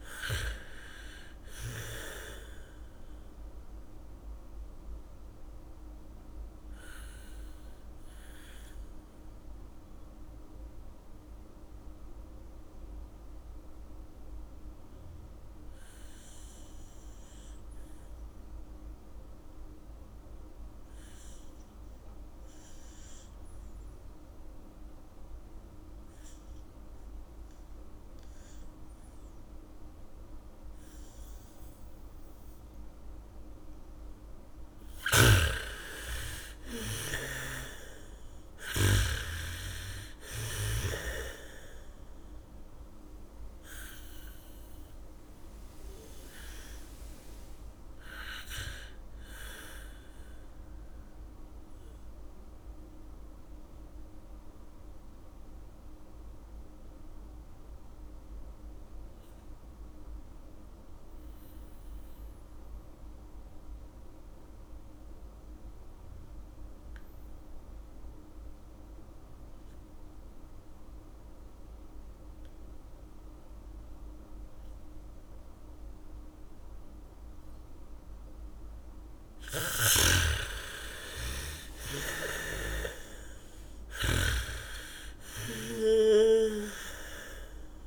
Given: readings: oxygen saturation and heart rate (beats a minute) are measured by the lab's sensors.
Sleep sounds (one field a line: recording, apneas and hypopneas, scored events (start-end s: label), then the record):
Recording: breathing in sleep by a room microphone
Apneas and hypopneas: 2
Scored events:
0.00-20.50 s: oxygen desaturation (device-marked, oxygen 84% lowest, heart rate 46 extreme)
4.50-34.00 s: mixed apnea (oxygen 98% before, 84% lowest, heart rate 54 before, 46 extreme)
31.50-39.50 s: bradycardia (device-marked, heart rate 69 before, 46 extreme)
32.50-66.50 s: oxygen desaturation (device-marked, oxygen 99% before, 84% lowest, heart rate 75 before, 46 extreme)
35.50-40.50 s: arousal
37.50-41.00 s: snoring (device-marked)
51.50-80.00 s: mixed apnea (oxygen 99% before, 82% lowest, heart rate 67 before, 54 extreme, up 17 after)
68.50-81.50 s: bradycardia (device-marked, heart rate 70 before, 56 extreme)
79.50-87.87 s: oxygen desaturation (device-marked, oxygen 98% before, 82% lowest, heart rate 66 before, 54 extreme)
82.00-86.00 s: arousal
82.50-86.00 s: snoring (device-marked)
From the record:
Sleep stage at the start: N2 (light sleep)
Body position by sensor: on the back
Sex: female